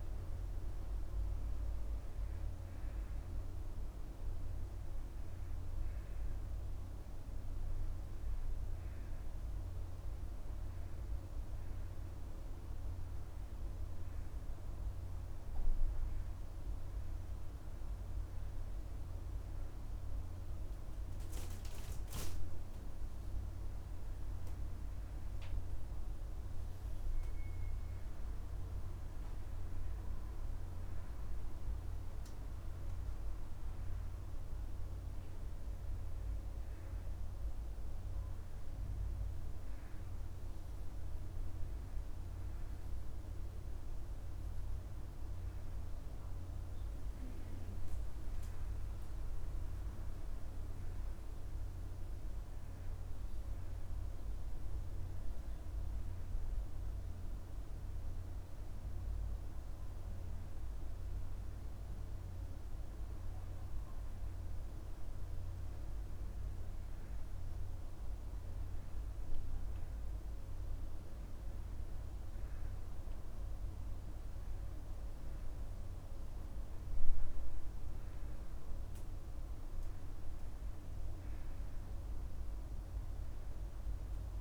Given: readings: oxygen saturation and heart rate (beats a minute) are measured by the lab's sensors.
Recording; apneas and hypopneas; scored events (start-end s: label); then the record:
breathing in sleep, hard to hear, by a room microphone; none
none scored
From the record:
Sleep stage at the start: N2 (light sleep); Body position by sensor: on the back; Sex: male